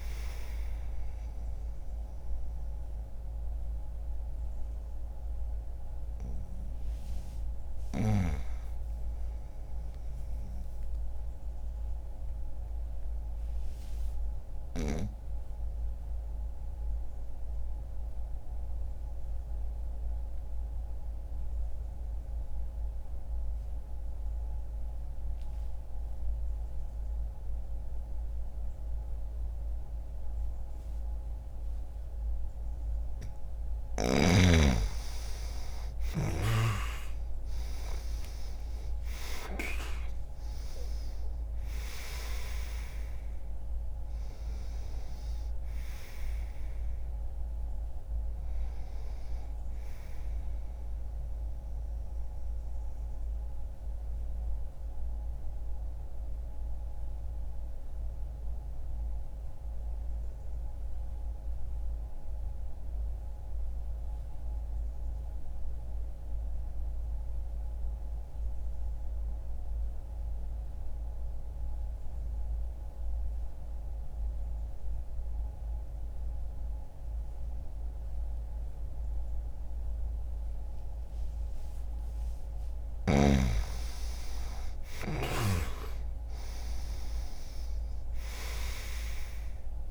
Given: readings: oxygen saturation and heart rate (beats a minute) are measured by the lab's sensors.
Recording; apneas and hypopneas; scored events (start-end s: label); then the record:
breathing in sleep by a room microphone; 2
9.50-32.00 s: obstructive apnea (oxygen 98% before, 90% lowest, heart rate 60 before, 60 extreme, up 2 after)
20.50-24.50 s: oxygen desaturation (device-marked, oxygen 94% before, 91% lowest, heart rate 60 before, 60 extreme)
34.50-39.50 s: arousal
50.00-81.50 s: mixed apnea (oxygen 97% before, 90% lowest, heart rate 61 before, 59 extreme, up 0 after)
64.50-89.91 s: new sleep stage, N2 (light sleep)
65.50-73.50 s: oxygen desaturation (device-marked, oxygen 94% before, 90% lowest, heart rate 61 before, 60 extreme)
83.00-89.00 s: arousal
From the record:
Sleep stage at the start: REM sleep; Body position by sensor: on the right side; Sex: male